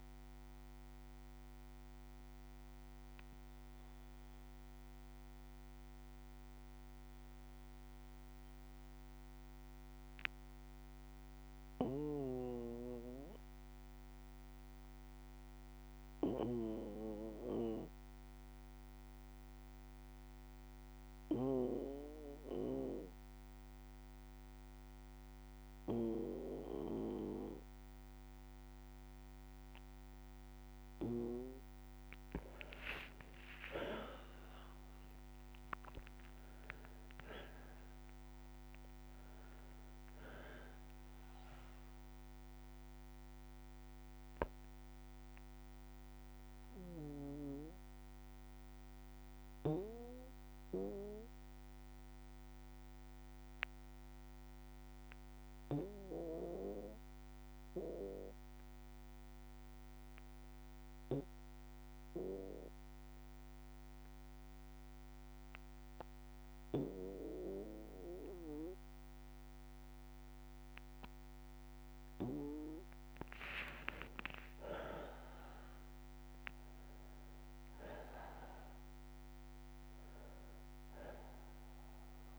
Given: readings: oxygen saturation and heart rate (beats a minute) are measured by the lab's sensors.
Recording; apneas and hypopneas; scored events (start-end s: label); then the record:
breathing in sleep by a microphone on the trachea; 2
0.00-13.00 s: oxygen desaturation (device-marked, oxygen 92% lowest, heart rate 56 extreme)
0.00-29.00 s: bradycardia (device-marked, heart rate 56 extreme)
1.00-30.00 s: obstructive apnea (oxygen 98% before, 92% lowest, heart rate 61 before, 56 extreme, up 24 after)
31.00-60.00 s: oxygen desaturation (device-marked, oxygen 98% before, 92% lowest, heart rate 57 before, 52 extreme)
32.00-37.00 s: arousal
33.00-35.00 s: long interval between heartbeats (device-marked, heart rate 58 before, 77 extreme)
43.50-70.50 s: obstructive apnea (oxygen 99% before, 92% lowest, heart rate 65 before, 52 extreme, up 8 after)
44.00-51.00 s: bradycardia (device-marked, heart rate 61 before, 58 extreme)
54.00-56.00 s: long interval between heartbeats (device-marked, heart rate 65 before, 62 extreme)
57.00-71.00 s: bradycardia (device-marked, heart rate 62 before, 52 extreme)
73.00-82.39 s: oxygen desaturation (device-marked, oxygen 99% before, 92% lowest, heart rate 58 before, 55 extreme)
73.50-77.00 s: arousal
From the record:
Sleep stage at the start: N2 (light sleep); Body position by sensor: on the back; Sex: male